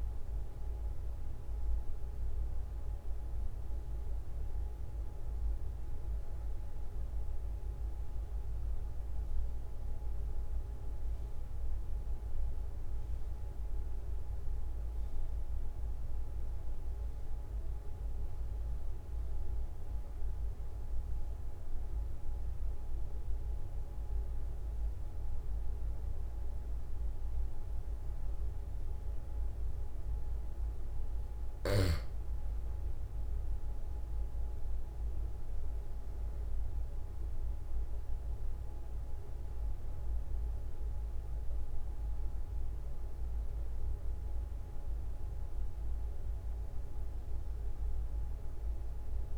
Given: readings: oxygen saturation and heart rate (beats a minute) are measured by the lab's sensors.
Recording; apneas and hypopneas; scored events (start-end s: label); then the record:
breathing in sleep, hard to hear, by a room microphone; 1
8.50-31.50 s: obstructive apnea (oxygen 96% before, 93% lowest, heart rate 48 before, 44 extreme, up 3 after)
34.50-38.50 s: arousal
From the record:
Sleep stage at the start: N2 (light sleep); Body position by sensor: on the back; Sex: male